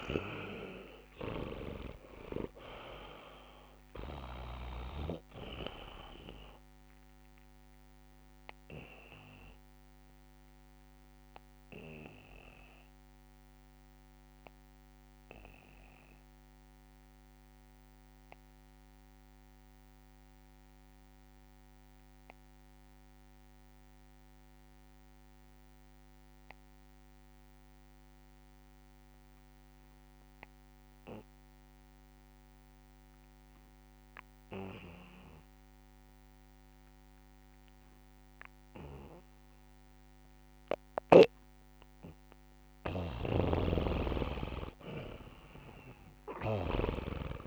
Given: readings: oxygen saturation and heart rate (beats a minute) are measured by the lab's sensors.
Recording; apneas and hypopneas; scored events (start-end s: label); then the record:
breathing in sleep by a microphone on the trachea; 1
0.00-1.00 s: arousal
0.00-1.00 s: long interval between heartbeats (device-marked, heart rate 99 extreme)
0.00-4.50 s: snoring (device-marked)
0.00-22.50 s: oxygen desaturation (device-marked, oxygen 84% lowest, heart rate 67 extreme)
8.50-43.00 s: obstructive apnea (oxygen 100% before, 81% lowest, heart rate 77 before, 62 extreme, up 18 after)
33.50-47.47 s: oxygen desaturation (device-marked, oxygen 99% before, 81% lowest, heart rate 69 before, 62 extreme)
43.00-47.47 s: snoring (device-marked)
From the record:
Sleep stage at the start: N2 (light sleep); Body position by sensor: on the back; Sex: male